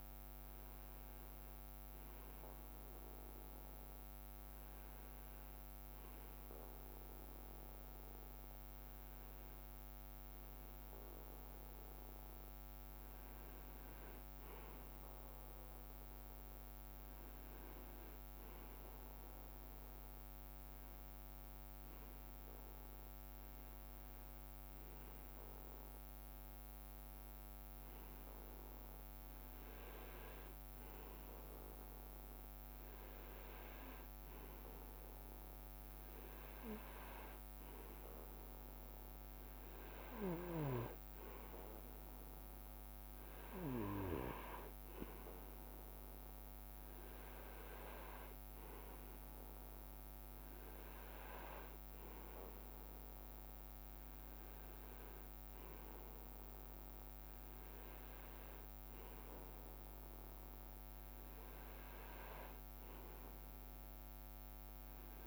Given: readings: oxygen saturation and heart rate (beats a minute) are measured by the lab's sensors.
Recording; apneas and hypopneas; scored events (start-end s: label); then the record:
breathing in sleep by a microphone on the trachea; none
none scored
From the record:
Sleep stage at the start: REM sleep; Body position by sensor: on the right side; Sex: male